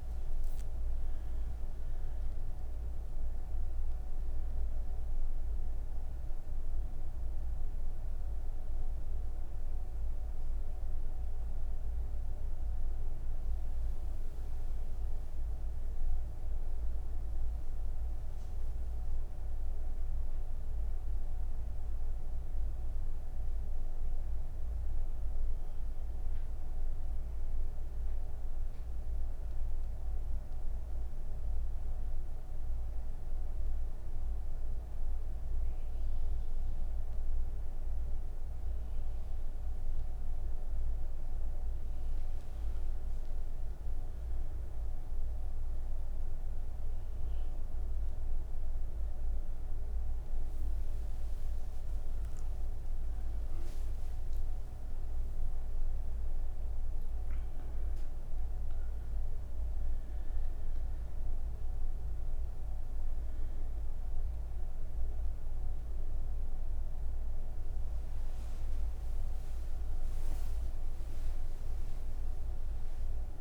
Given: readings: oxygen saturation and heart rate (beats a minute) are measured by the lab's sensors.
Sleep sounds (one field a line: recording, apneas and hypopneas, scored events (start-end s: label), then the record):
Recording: breathing in sleep, hard to hear, by a room microphone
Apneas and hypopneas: 1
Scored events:
26.50-41.50 s: obstructive apnea (oxygen 99% before, 95% lowest)
From the record:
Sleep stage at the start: N2 (light sleep)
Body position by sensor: on the right side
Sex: female